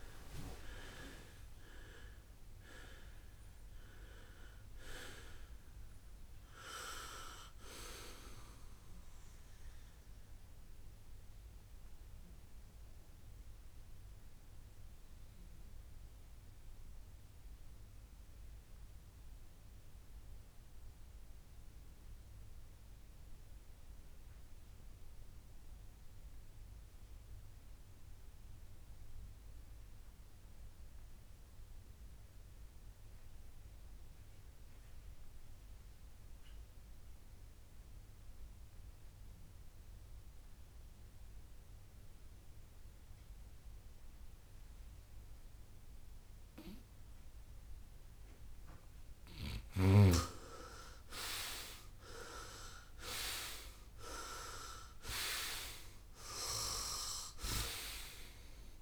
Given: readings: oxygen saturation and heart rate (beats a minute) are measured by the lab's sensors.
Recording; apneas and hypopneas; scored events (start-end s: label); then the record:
breathing in sleep by a room microphone; 1
0.00-1.00 s: arousal
0.00-24.00 s: oxygen desaturation (device-marked, oxygen 85% lowest, heart rate 63 extreme)
2.50-4.50 s: long interval between heartbeats (device-marked, heart rate 71 before, 82 extreme)
11.00-50.00 s: mixed apnea (oxygen 96% before, 85% lowest, heart rate 78 before, 56 extreme, up 14 after)
43.00-58.82 s: oxygen desaturation (device-marked, oxygen 97% before, 87% lowest, heart rate 66 before, 56 extreme)
53.00-57.00 s: arousal
From the record:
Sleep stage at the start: N2 (light sleep); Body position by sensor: on the right side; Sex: male